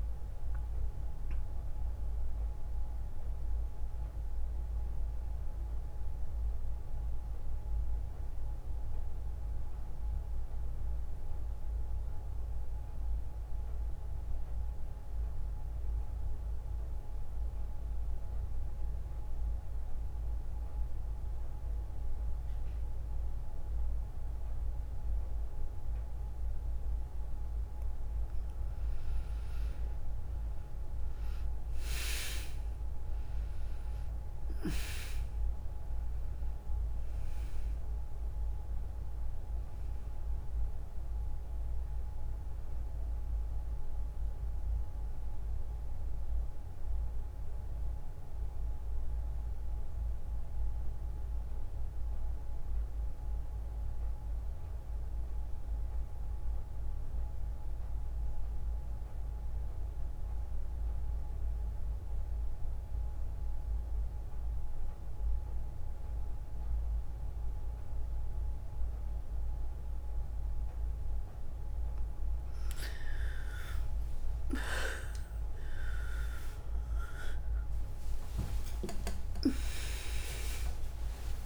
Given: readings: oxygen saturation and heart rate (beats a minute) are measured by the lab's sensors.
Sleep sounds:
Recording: breathing in sleep by a room microphone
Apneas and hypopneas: 2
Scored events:
0.00-9.00 s: oxygen desaturation (device-marked, oxygen 90% lowest, heart rate 55 extreme)
8.00-27.50 s: mixed apnea (oxygen 97% before, 86% lowest, heart rate 63 before, 55 extreme, up 7 after)
29.50-33.00 s: arousal
35.00-53.00 s: oxygen desaturation (device-marked, oxygen 99% before, 89% lowest, heart rate 60 before, 58 extreme)
48.50-71.00 s: mixed apnea (oxygen 100% before, 86% lowest, heart rate 63 before, 58 extreme, up 34 after)
63.00-81.46 s: new sleep stage, awake
76.00-81.46 s: tachycardia (device-marked, heart rate 62 before, 176 extreme)
77.50-79.50 s: long interval between heartbeats (device-marked, heart rate 61 before, 70 extreme)
From the record:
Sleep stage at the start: N2 (light sleep)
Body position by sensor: on the back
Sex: female

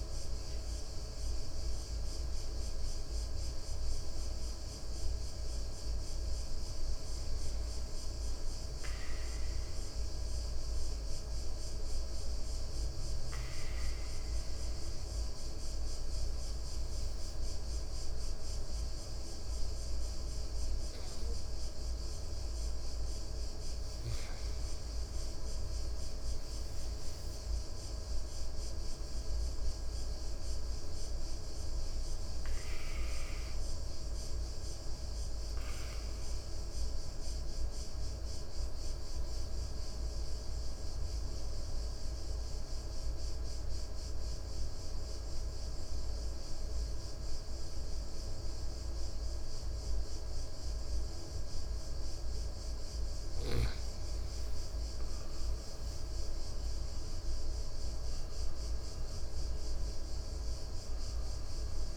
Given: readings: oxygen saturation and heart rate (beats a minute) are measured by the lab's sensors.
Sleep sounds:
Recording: breathing in sleep, hard to hear, by a room microphone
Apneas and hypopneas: 2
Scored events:
12.50-23.50 s: obstructive apnea (oxygen 97% before, 94% lowest, heart rate 66 before, 59 extreme, up 7 after)
25.50-29.00 s: arousal
37.00-54.00 s: obstructive apnea (oxygen 97% before, 94% lowest, heart rate 64 before, 59 extreme, up 8 after)
56.50-59.50 s: arousal
From the record:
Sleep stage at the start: N2 (light sleep)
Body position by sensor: on the right side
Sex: male

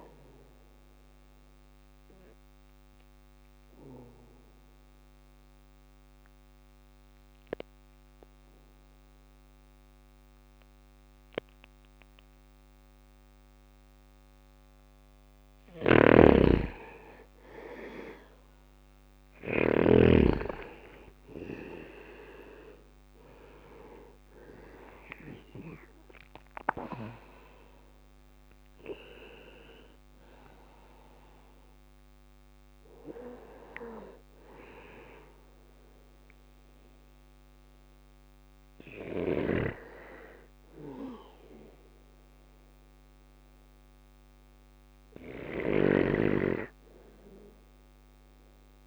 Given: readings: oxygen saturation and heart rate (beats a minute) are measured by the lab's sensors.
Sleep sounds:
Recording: breathing in sleep by a microphone on the trachea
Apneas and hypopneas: 1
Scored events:
0.00-13.00 s: oxygen desaturation (device-marked, oxygen 92% lowest, heart rate 60 extreme)
1.00-14.00 s: obstructive apnea (oxygen 98% before, 91% lowest, heart rate 61 before, 60 extreme, up 4 after)
14.50-18.50 s: snoring (device-marked)
15.50-19.50 s: arousal
17.00-31.00 s: drop in pulse transit time (device-marked, heart rate 61 before, 62 extreme)
44.50-48.87 s: snoring (device-marked)
From the record:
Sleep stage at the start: N2 (light sleep)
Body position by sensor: on the back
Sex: male

